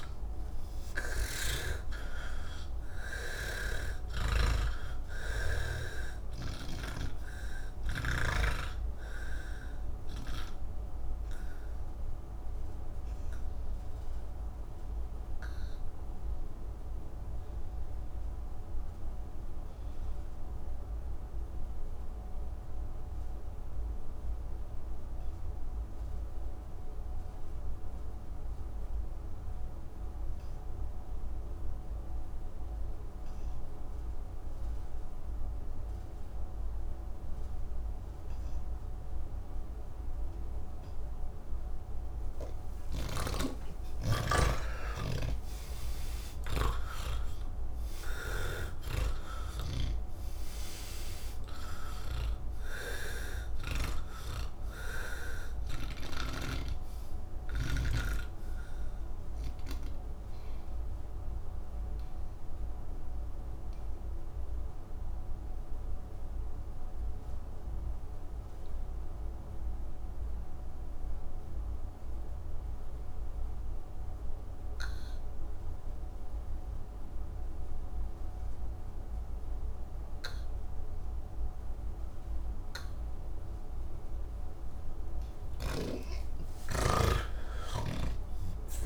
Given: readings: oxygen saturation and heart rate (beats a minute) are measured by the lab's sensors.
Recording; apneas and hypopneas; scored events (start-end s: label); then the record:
breathing in sleep by a room microphone; 2
0.00-2.00 s: snoring (device-marked)
0.00-23.00 s: oxygen desaturation (device-marked, oxygen 76% lowest, heart rate 38 extreme)
4.00-8.50 s: snoring (device-marked)
9.50-41.50 s: obstructive apnea (oxygen 97% before, 76% lowest, heart rate 84 before, 38 extreme)
39.00-50.00 s: oxygen desaturation (device-marked, oxygen 98% before, 85% lowest, heart rate 88 before, 29 extreme)
43.00-54.00 s: snoring (device-marked)
52.00-70.00 s: oxygen desaturation (device-marked, oxygen 90% before, 77% lowest)
61.50-84.00 s: mixed apnea (oxygen 97% before, 77% lowest)
81.00-88.86 s: oxygen desaturation (device-marked, oxygen 100% before, 79% lowest)
From the record:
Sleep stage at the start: N2 (light sleep); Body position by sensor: on the back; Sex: male